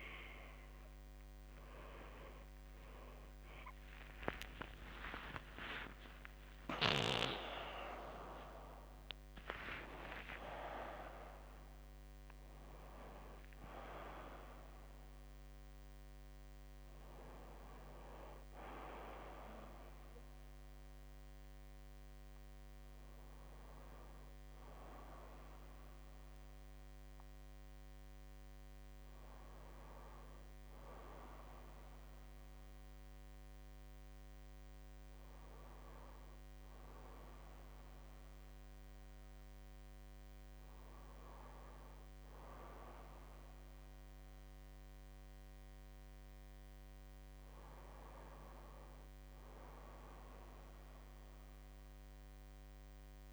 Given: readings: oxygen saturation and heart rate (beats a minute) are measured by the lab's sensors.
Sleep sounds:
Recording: a person awake in a sleep study, by a microphone on the trachea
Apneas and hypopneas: none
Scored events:
6.00-8.00 s: long interval between heartbeats (device-marked, heart rate 75 before, 134 extreme)
6.00-36.00 s: new sleep stage, awake
8.00-10.00 s: long interval between heartbeats (device-marked, heart rate 83 before, 149 extreme)
10.00-12.00 s: long interval between heartbeats (device-marked, heart rate 90 before, 150 extreme)
12.00-14.00 s: long interval between heartbeats (device-marked, heart rate 98 before, 87 extreme)
36.00-53.33 s: new sleep stage, N1 (lightest sleep)
From the record:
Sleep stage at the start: N1 (lightest sleep)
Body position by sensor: on the right side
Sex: male

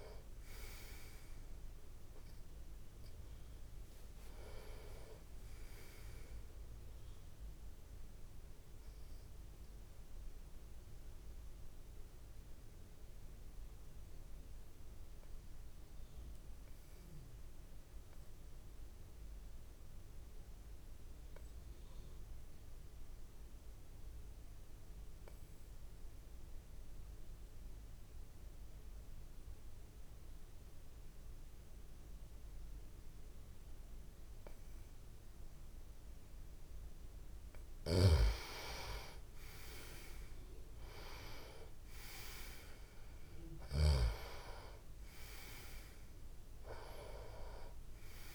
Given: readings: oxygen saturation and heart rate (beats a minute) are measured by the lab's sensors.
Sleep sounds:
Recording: breathing in sleep by a room microphone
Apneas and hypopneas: 1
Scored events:
0.00-19.00 s: oxygen desaturation (device-marked, oxygen 90% lowest)
9.00-37.00 s: mixed apnea (oxygen 98% before, 90% lowest)
33.00-48.35 s: oxygen desaturation (device-marked, oxygen 98% before, 90% lowest)
37.50-44.00 s: snoring (device-marked)
39.00-43.00 s: arousal
From the record:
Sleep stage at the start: N2 (light sleep)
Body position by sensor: on the back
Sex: male

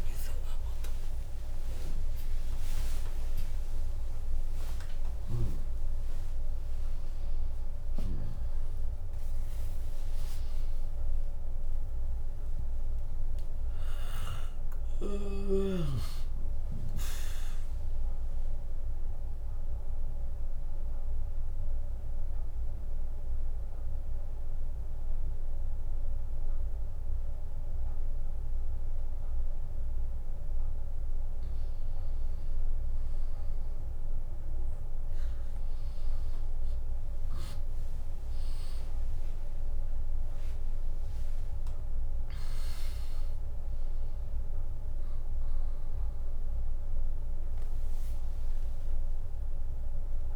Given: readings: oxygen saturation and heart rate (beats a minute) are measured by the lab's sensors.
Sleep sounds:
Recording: breathing in sleep by a room microphone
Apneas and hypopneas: 1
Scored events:
0.00-2.00 s: long interval between heartbeats (device-marked, heart rate 76 before, 133 extreme)
0.00-5.00 s: drop in pulse transit time (device-marked, heart rate 67 extreme)
0.00-7.00 s: tachycardia (device-marked, heart rate 137 extreme)
2.00-4.00 s: long interval between heartbeats (device-marked, heart rate 82 before, 130 extreme)
4.00-6.00 s: long interval between heartbeats (device-marked, heart rate 88 before, 124 extreme)
15.00-27.00 s: drop in pulse transit time (device-marked, heart rate 110 before, 75 extreme)
17.50-30.00 s: central apnea (oxygen 99% before, 95% lowest, heart rate 110 before, 59 extreme)
30.00-32.00 s: bradycardia (device-marked, heart rate 80 before, 64 extreme)
34.50-40.00 s: arousal
42.00-50.36 s: drop in pulse transit time (device-marked, heart rate 69 before, 78 extreme)
43.00-50.36 s: oxygen desaturation (device-marked, oxygen 100% before, 96% lowest, heart rate 68 before, 58 extreme)
From the record:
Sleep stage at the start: N1 (lightest sleep)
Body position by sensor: on the left side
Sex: female

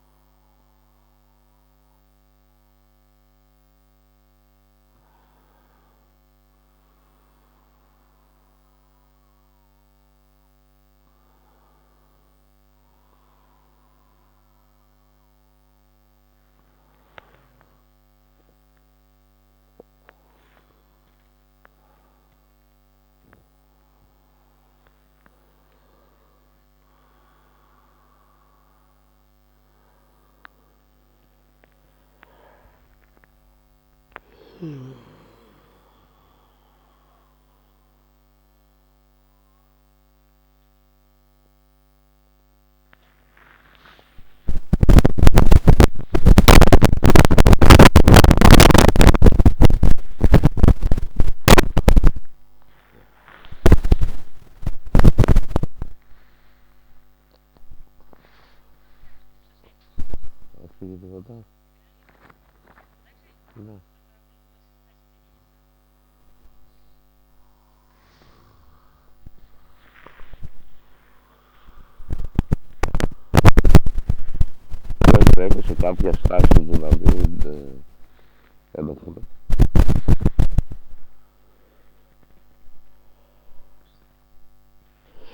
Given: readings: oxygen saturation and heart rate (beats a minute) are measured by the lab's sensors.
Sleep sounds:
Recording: a person awake in a sleep study, by a microphone on the trachea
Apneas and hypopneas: none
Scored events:
17.50-23.00 s: arousal
30.00-52.00 s: oxygen desaturation (device-marked, oxygen 97% before, 92% lowest, heart rate 83 before, 67 extreme)
42.00-85.34 s: new sleep stage, awake
71.00-85.34 s: oxygen desaturation (device-marked, oxygen 97% before, 92% lowest)
75.50-79.50 s: snoring (device-marked)
From the record:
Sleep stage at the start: N1 (lightest sleep)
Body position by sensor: on the back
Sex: male

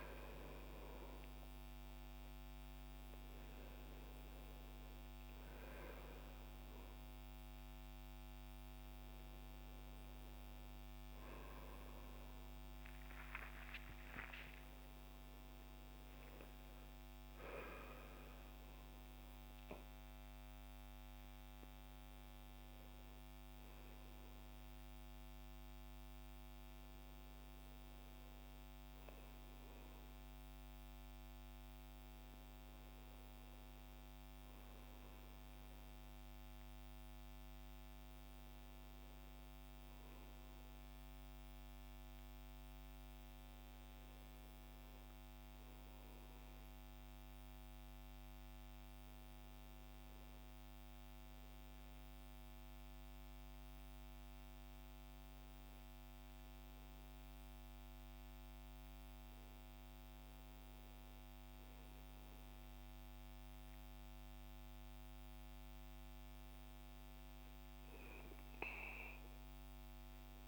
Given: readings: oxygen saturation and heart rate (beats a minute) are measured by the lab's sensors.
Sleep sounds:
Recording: breathing in sleep, hard to hear, by a microphone on the trachea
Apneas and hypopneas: none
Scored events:
0.00-6.50 s: oxygen desaturation (device-marked, oxygen 87% lowest, heart rate 65 extreme)
9.00-13.50 s: arousal
26.50-30.50 s: oxygen desaturation (device-marked, oxygen 98% before, 94% lowest, heart rate 67 before, 66 extreme)
44.50-70.48 s: new sleep stage, N2 (light sleep)
58.50-70.48 s: oxygen desaturation (device-marked, oxygen 97% before, 91% lowest, heart rate 91 before, 65 extreme)
From the record:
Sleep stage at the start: N1 (lightest sleep)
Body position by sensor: on the back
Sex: male

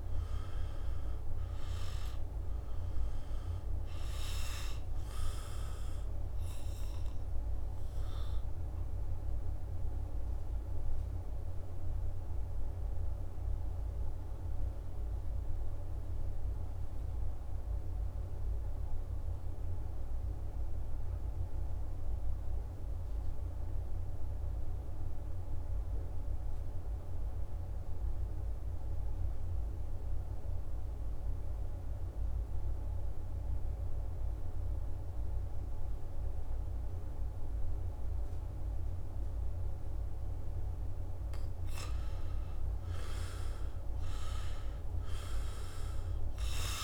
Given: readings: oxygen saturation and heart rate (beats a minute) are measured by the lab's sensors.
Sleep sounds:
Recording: breathing in sleep, hard to hear, by a room microphone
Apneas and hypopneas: 1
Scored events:
0.00-25.00 s: oxygen desaturation (device-marked, oxygen 85% lowest, heart rate 62 extreme)
6.50-40.50 s: mixed apnea (oxygen 99% before, 85% lowest, heart rate 71 before, 62 extreme, up 10 after)
39.00-46.84 s: oxygen desaturation (device-marked, oxygen 98% before, 87% lowest, heart rate 66 before, 66 extreme)
42.50-46.84 s: arousal
From the record:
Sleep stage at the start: N2 (light sleep)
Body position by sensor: on the back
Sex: male

